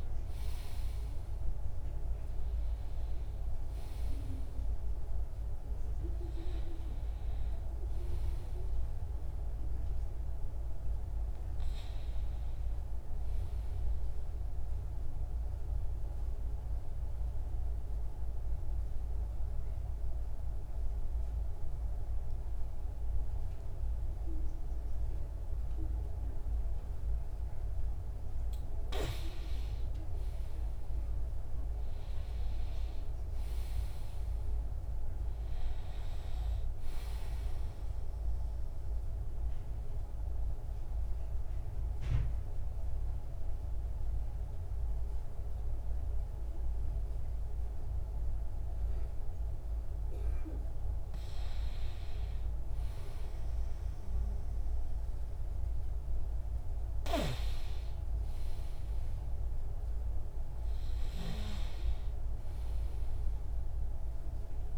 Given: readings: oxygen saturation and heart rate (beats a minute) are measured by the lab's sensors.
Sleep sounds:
breathing in sleep, hard to hear, by a room microphone; 2
0.00-19.00 s: oxygen desaturation (device-marked, oxygen 94% lowest)
14.00-29.00 s: obstructive apnea (oxygen 97% before, 93% lowest, heart rate 47 before, 28 extreme, up 14 after)
30.00-33.50 s: arousal
35.00-53.00 s: oxygen desaturation (device-marked, oxygen 98% before, 93% lowest, heart rate 55 before, 28 extreme)
38.00-50.50 s: obstructive apnea (oxygen 98% before, 92% lowest, heart rate 55 before, 30 extreme, up 28 after)
52.50-56.00 s: arousal
From the record:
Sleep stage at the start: N2 (light sleep); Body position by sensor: on the back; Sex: male

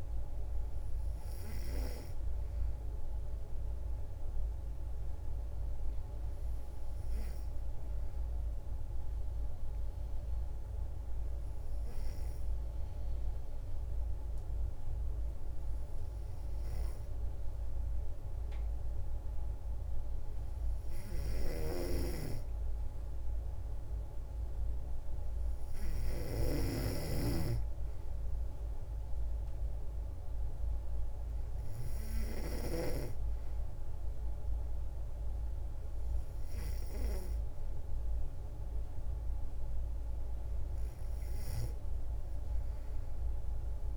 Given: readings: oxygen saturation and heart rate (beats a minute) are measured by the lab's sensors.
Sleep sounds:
breathing in sleep by a room microphone; 1
9.50-20.50 s: hypopnea (oxygen 95% before, 91% lowest, heart rate 59 before, 57 extreme, up 2 after)
21.50-26.50 s: snoring (device-marked)
23.00-26.00 s: arousal
25.50-43.97 s: oxygen desaturation (device-marked, oxygen 94% before, 91% lowest, heart rate 59 before, 57 extreme)
From the record:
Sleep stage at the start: N3 (deep sleep); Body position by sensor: on the back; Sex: female

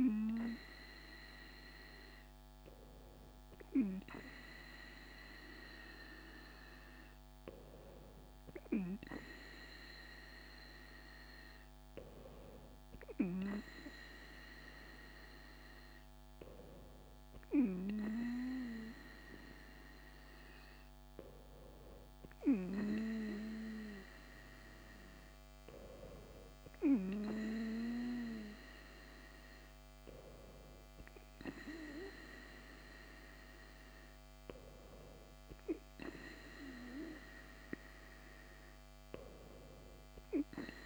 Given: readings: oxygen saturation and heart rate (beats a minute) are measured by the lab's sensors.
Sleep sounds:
breathing in sleep by a microphone on the trachea; none
none scored
From the record:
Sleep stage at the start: N2 (light sleep); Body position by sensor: on the right side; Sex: female

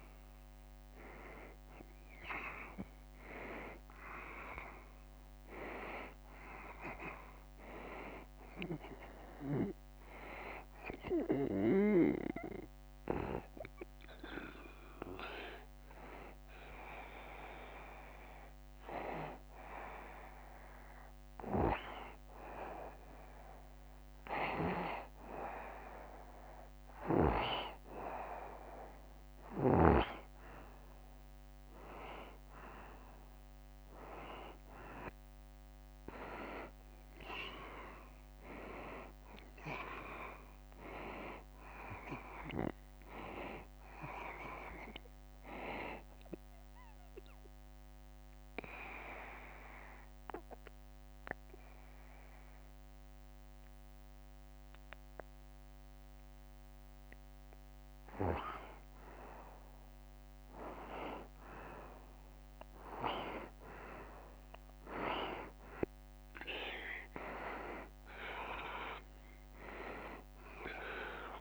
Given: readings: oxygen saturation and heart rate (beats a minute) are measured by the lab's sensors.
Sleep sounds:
breathing in sleep by a microphone on the trachea; 2
11.50-24.00 s: hypopnea (oxygen 93% before, 90% lowest, heart rate 77 before, 72 extreme, up 0 after)
27.50-31.50 s: arousal
49.00-59.00 s: obstructive apnea (oxygen 94% before, 90% lowest, heart rate 75 before, 73 extreme, up 1 after)
63.00-67.00 s: arousal
67.50-71.41 s: oxygen desaturation (device-marked, oxygen 94% before, 90% lowest, heart rate 74 before, 69 extreme)
From the record:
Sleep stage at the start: N2 (light sleep); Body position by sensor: on the right side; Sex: male

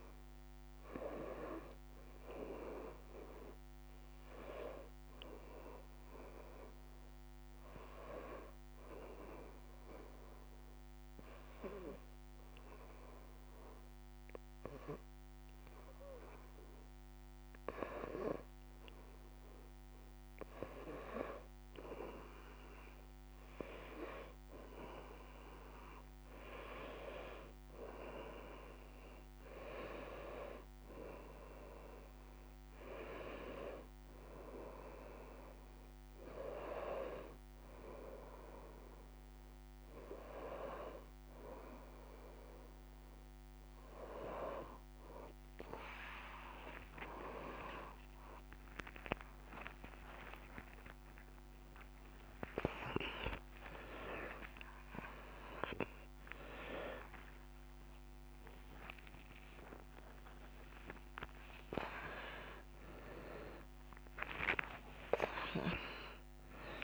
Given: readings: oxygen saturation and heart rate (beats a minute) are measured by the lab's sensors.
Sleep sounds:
breathing in sleep by a microphone on the trachea; 1
0.00-8.00 s: oxygen desaturation (device-marked, oxygen 92% lowest, heart rate 63 extreme)
4.00-7.50 s: arousal
9.50-21.00 s: hypopnea (oxygen 97% before, 93% lowest, heart rate 65 before, 65 extreme, up 3 after)
22.00-25.50 s: arousal
27.00-45.00 s: oxygen desaturation (device-marked, oxygen 96% before, 93% lowest, heart rate 65 before, 66 extreme)
48.00-66.84 s: tachycardia (device-marked, heart rate 70 before, 159 extreme)
49.00-51.00 s: long interval between heartbeats (device-marked, heart rate 69 before, 85 extreme)
51.00-53.00 s: long interval between heartbeats (device-marked, heart rate 71 before, 125 extreme)
52.00-66.84 s: new sleep stage, awake
53.50-55.50 s: long interval between heartbeats (device-marked, heart rate 78 before, 157 extreme)
59.50-61.50 s: long interval between heartbeats (device-marked, heart rate 100 before, 105 extreme)
62.50-64.50 s: long interval between heartbeats (device-marked, heart rate 105 before, 107 extreme)
65.00-66.84 s: long interval between heartbeats (device-marked, heart rate 112 before, 119 extreme)
From the record:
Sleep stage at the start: N1 (lightest sleep); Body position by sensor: on the right side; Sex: female

